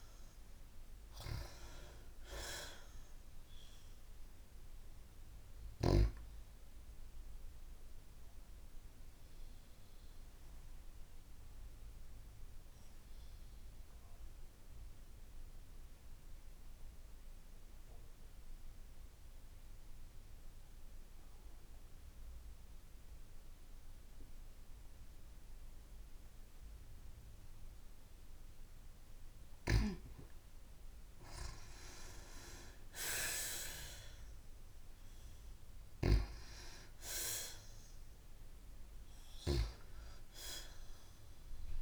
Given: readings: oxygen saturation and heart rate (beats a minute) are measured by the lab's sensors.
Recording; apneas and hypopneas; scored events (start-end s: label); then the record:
breathing in sleep by a room microphone; 1
0.00-1.50 s: arousal
0.00-24.50 s: oxygen desaturation (device-marked, oxygen 88% lowest)
7.50-27.50 s: obstructive apnea (oxygen 97% before, 87% lowest)
30.50-34.50 s: arousal
35.50-41.82 s: oxygen desaturation (device-marked, oxygen 95% before, 87% lowest)
From the record:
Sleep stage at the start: N2 (light sleep); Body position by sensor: on the back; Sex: female